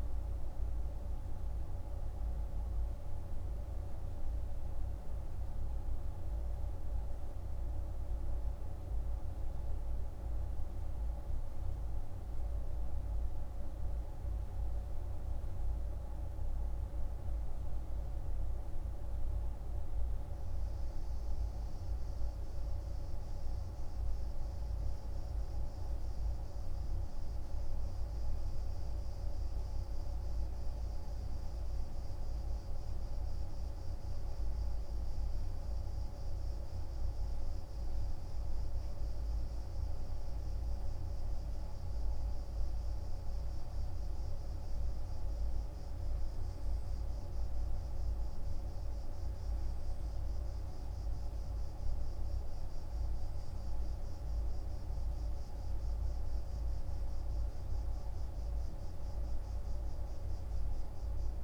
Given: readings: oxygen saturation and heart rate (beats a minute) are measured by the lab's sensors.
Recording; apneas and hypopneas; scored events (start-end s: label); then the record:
breathing in sleep, hard to hear, by a room microphone; none
none scored
From the record:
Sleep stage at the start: N2 (light sleep); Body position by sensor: on the right side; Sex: male